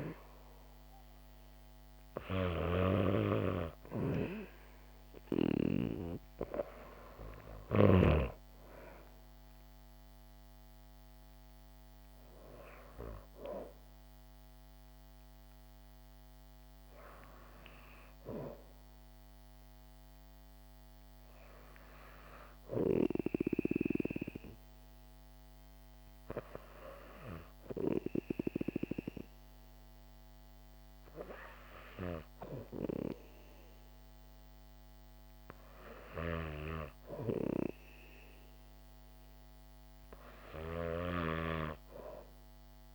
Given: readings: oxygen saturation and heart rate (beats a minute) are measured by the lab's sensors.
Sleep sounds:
breathing in sleep by a microphone on the trachea; none
0.00-8.00 s: snoring (device-marked)
41.00-42.95 s: snoring (device-marked)
From the record:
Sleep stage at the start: N2 (light sleep); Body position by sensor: on the back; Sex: female

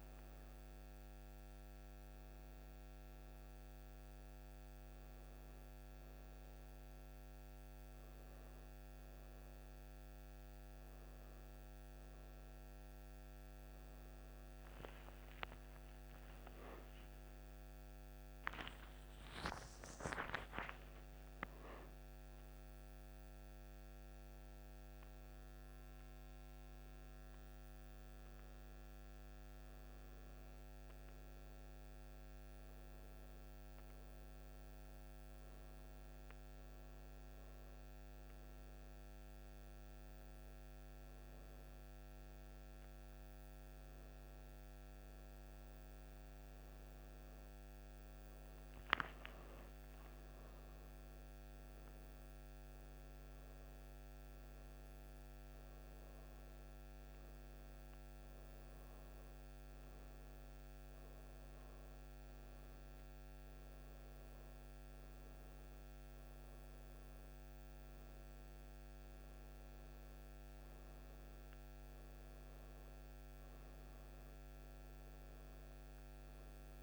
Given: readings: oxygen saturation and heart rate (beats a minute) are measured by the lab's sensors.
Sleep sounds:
breathing in sleep, hard to hear, by a microphone on the trachea; none
16.00-22.00 s: arousal
27.00-30.00 s: oxygen desaturation (device-marked, oxygen 98% before, 93% lowest, heart rate 103 before, 64 extreme)
75.00-76.83 s: new sleep stage, N2 (light sleep)
From the record:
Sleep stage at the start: N1 (lightest sleep); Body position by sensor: on the right side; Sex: female

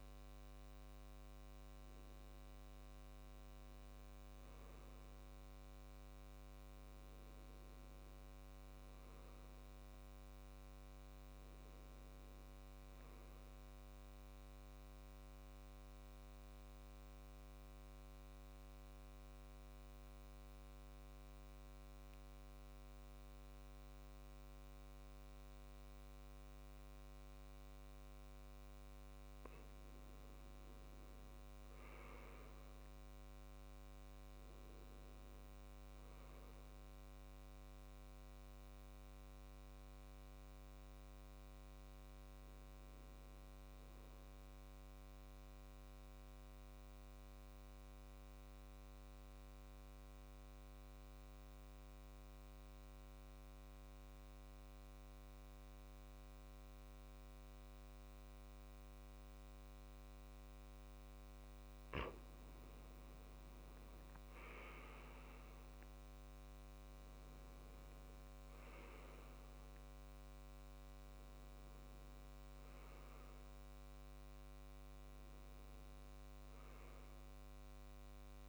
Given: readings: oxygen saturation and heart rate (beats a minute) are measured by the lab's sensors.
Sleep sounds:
breathing in sleep, hard to hear, by a microphone on the trachea; 2
6.50-10.00 s: arousal
14.50-29.00 s: central apnea (oxygen 98% before, 89% lowest, heart rate 68 before, 65 extreme, up 5 after)
31.00-34.50 s: arousal
35.50-51.50 s: oxygen desaturation (device-marked, oxygen 97% before, 93% lowest, heart rate 69 before, 65 extreme)
44.50-62.00 s: mixed apnea (oxygen 97% before, 89% lowest, heart rate 69 before, 66 extreme, up 5 after)
64.00-67.50 s: arousal
64.50-78.49 s: new sleep stage, N1 (lightest sleep)
66.50-78.49 s: oxygen desaturation (device-marked, oxygen 97% before, 89% lowest, heart rate 69 before, 67 extreme)
From the record:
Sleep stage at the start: N2 (light sleep); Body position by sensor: on the back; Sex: male

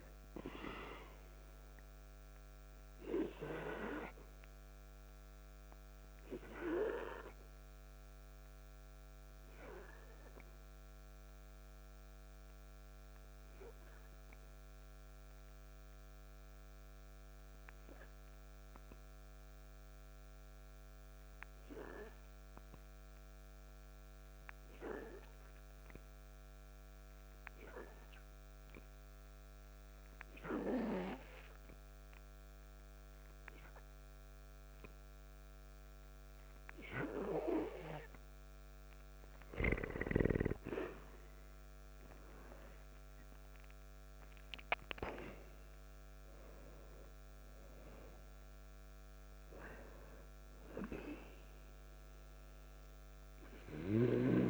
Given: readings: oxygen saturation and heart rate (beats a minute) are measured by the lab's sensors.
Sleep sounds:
breathing in sleep by a microphone on the trachea; 1
0.00-28.50 s: oxygen desaturation (device-marked, oxygen 85% lowest, heart rate 53 extreme)
3.00-39.00 s: obstructive apnea (oxygen 97% before, 83% lowest, heart rate 56 before, 53 extreme, up 6 after)
41.00-45.50 s: arousal
41.50-54.50 s: oxygen desaturation (device-marked, oxygen 97% before, 83% lowest, heart rate 55 before, 55 extreme)
From the record:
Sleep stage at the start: N2 (light sleep); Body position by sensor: on the back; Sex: male

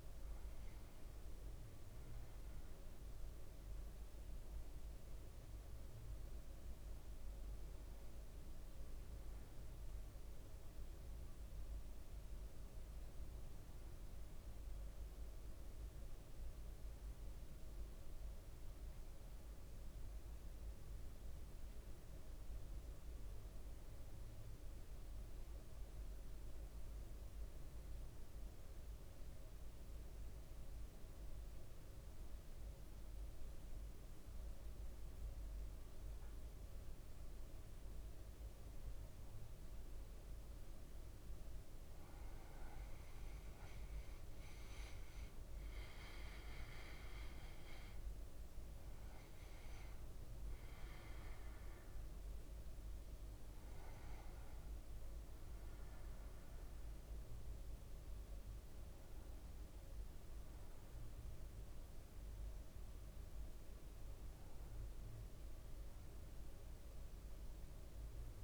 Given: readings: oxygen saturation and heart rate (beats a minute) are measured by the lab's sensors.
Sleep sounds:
breathing in sleep, hard to hear, by a room microphone; 1
9.00-13.00 s: arousal
16.00-40.50 s: mixed apnea (oxygen 99% before, 95% lowest, heart rate 57 before, 55 extreme, up 2 after)
28.00-36.00 s: leg movement (device-marked)
42.00-46.50 s: arousal
43.50-44.50 s: leg movement (device-marked)
45.50-68.44 s: oxygen desaturation (device-marked, oxygen 100% before, 95% lowest, heart rate 57 before, 56 extreme)
47.00-53.50 s: leg movement (device-marked)
57.00-61.50 s: leg movement (device-marked)
64.00-65.00 s: leg movement (device-marked)
From the record:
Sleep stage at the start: N1 (lightest sleep); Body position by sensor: on the back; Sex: male

